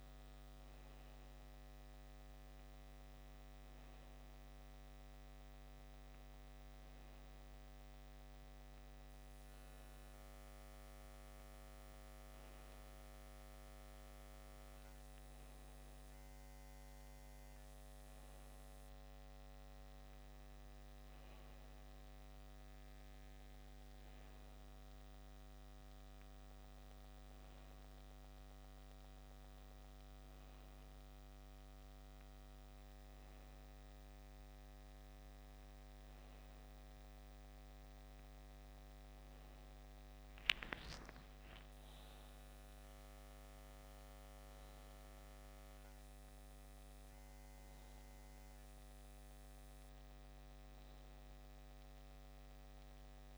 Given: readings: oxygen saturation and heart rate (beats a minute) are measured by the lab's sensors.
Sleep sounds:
breathing in sleep, hard to hear, by a microphone on the trachea; none
39.50-43.00 s: arousal
From the record:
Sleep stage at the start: N2 (light sleep); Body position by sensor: on the back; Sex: male

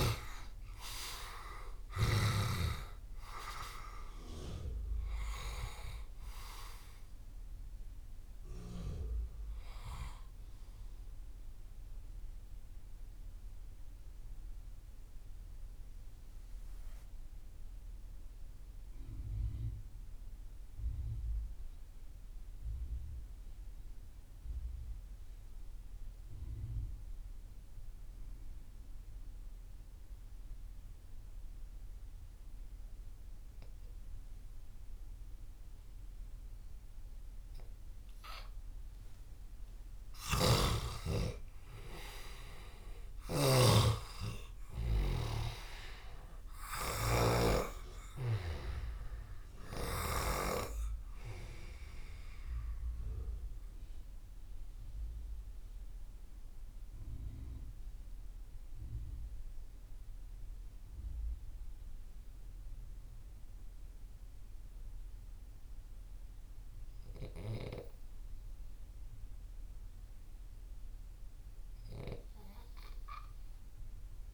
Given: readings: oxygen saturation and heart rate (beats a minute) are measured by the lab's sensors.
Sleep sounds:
breathing in sleep by a room microphone; 2
0.00-23.50 s: oxygen desaturation (device-marked, oxygen 74% lowest)
1.50-74.34 s: new sleep stage, REM sleep
12.00-39.50 s: mixed apnea (oxygen 93% before, 74% lowest)
40.00-47.00 s: snoring (device-marked)
40.50-44.50 s: arousal
40.50-68.50 s: oxygen desaturation (device-marked, oxygen 98% before, 87% lowest)
54.50-65.50 s: central apnea (oxygen 98% before, 76% lowest)
68.50-71.50 s: arousal
From the record:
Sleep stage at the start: N2 (light sleep); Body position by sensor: on the left side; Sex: male

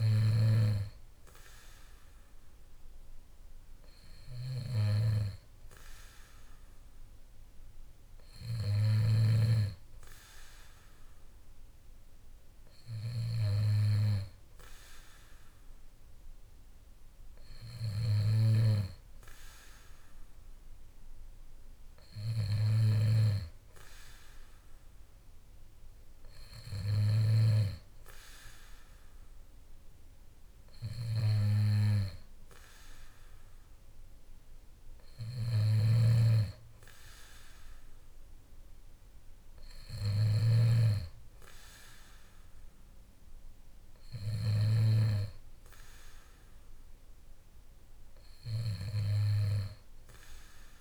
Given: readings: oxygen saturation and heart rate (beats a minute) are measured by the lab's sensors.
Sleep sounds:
breathing in sleep by a room microphone; none
35.50-45.00 s: snoring (device-marked)
From the record:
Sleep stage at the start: N2 (light sleep); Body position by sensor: on the back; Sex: male

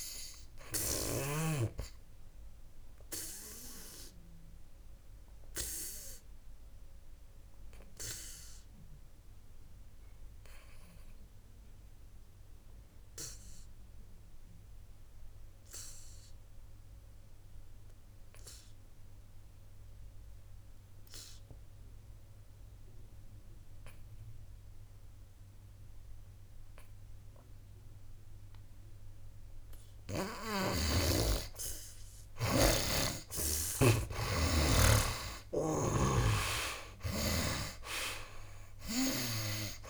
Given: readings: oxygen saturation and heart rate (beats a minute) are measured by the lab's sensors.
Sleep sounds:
breathing in sleep by a room microphone; 1
0.00-1.50 s: snoring (device-marked)
0.00-26.00 s: oxygen desaturation (device-marked, oxygen 76% lowest, heart rate 58 extreme)
3.50-30.50 s: obstructive apnea (oxygen 97% before, 72% lowest, heart rate 65 before, 58 extreme, up 14 after)
28.00-39.90 s: oxygen desaturation (device-marked, oxygen 95% before, 85% lowest, heart rate 60 before, 57 extreme)
30.50-39.90 s: snoring (device-marked)
35.50-39.90 s: arousal
From the record:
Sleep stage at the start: N2 (light sleep); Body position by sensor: on the back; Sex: male

